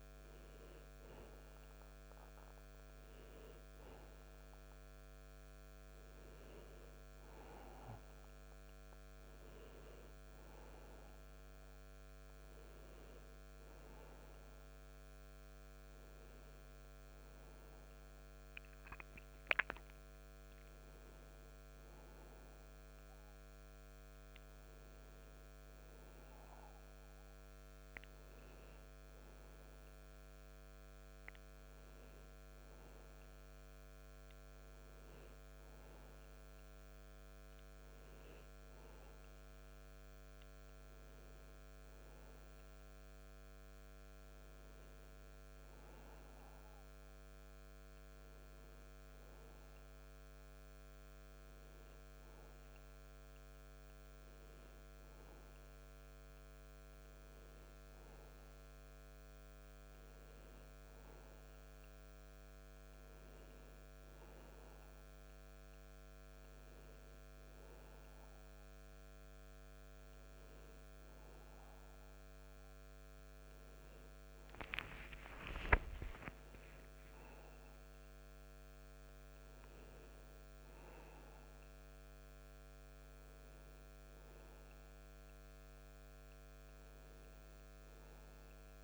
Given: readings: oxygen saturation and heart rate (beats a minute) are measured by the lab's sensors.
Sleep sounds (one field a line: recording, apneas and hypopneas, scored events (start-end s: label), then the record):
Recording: breathing in sleep, hard to hear, by a microphone on the trachea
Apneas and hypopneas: none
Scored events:
17.50-21.00 s: arousal
68.00-88.84 s: new sleep stage, awake
From the record:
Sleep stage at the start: N2 (light sleep)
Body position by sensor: on the back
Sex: male